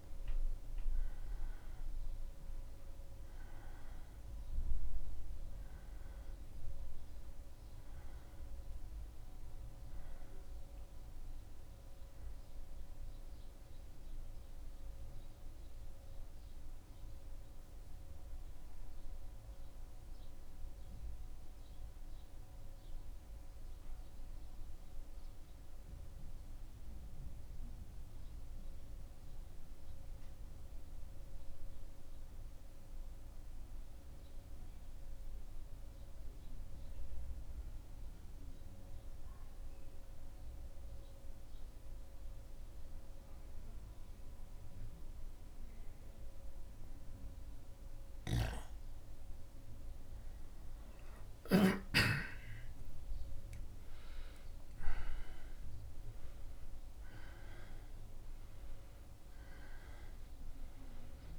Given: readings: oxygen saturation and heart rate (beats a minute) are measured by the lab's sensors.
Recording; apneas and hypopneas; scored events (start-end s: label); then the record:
breathing in sleep, hard to hear, by a room microphone; 1
18.50-48.00 s: central apnea (oxygen 97% before, 94% lowest, heart rate 77 before, 75 extreme, up 1 after)
48.00-61.39 s: new sleep stage, N1 (lightest sleep)
48.50-53.00 s: arousal
55.00-59.00 s: oxygen desaturation (device-marked, oxygen 97% before, 95% lowest, heart rate 76 before, 76 extreme)
From the record:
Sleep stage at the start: N2 (light sleep); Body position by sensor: on the back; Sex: male